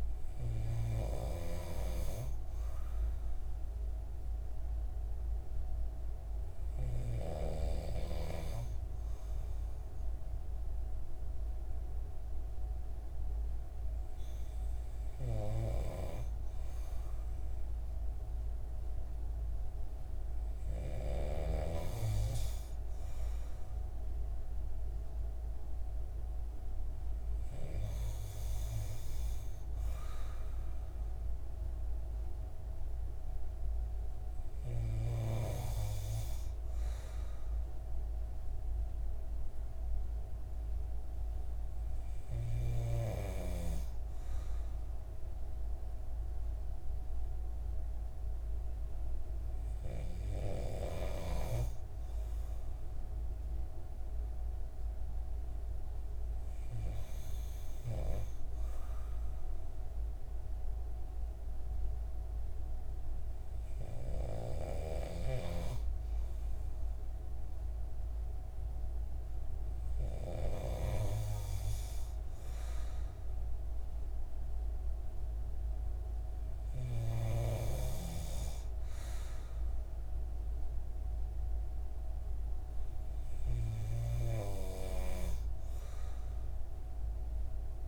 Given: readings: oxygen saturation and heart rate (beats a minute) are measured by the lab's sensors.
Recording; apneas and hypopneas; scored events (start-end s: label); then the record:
breathing in sleep by a room microphone; none
none scored
From the record:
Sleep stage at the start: N2 (light sleep); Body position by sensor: on the right side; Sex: male